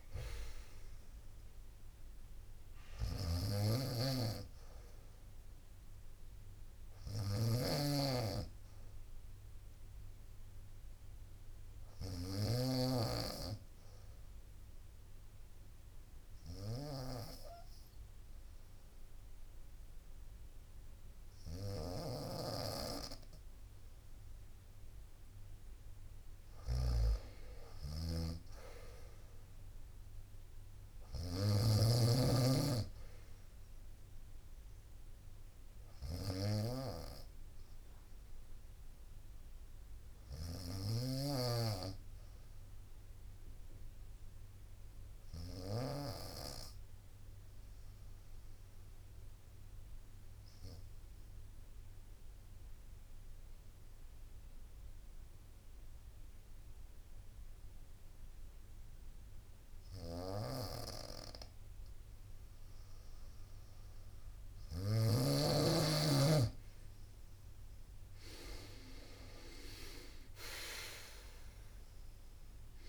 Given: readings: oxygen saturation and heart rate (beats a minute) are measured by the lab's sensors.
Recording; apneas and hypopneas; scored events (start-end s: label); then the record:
breathing in sleep by a room microphone; 2
0.00-10.00 s: drop in pulse transit time (device-marked, heart rate 62 before, 63 extreme)
0.00-45.50 s: snoring (device-marked)
12.00-25.00 s: obstructive apnea (oxygen 96% before, 92% lowest, heart rate 64 before, 62 extreme, up 2 after)
27.00-30.50 s: arousal
45.00-64.00 s: obstructive apnea (oxygen 96% before, 91% lowest, heart rate 63 before, 58 extreme, up 11 after)
59.50-64.50 s: snoring (device-marked)
67.50-71.50 s: arousal
68.00-72.89 s: drop in pulse transit time (device-marked, heart rate 63 before, 61 extreme)
From the record:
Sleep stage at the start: N2 (light sleep); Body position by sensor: on the right side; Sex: female